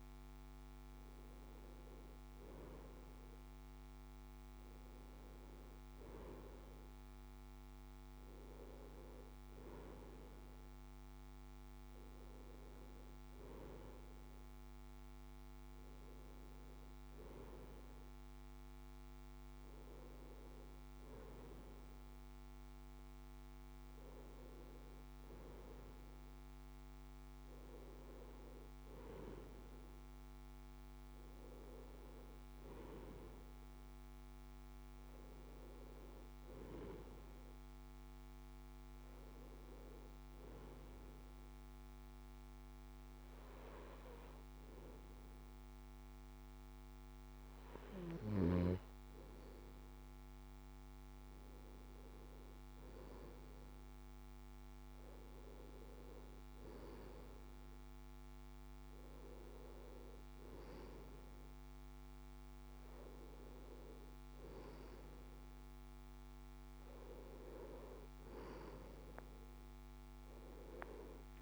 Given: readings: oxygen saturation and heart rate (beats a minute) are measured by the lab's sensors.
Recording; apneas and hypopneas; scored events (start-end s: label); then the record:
breathing in sleep by a microphone on the trachea; none
none scored
From the record:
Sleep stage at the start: N1 (lightest sleep); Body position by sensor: on the left side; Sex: male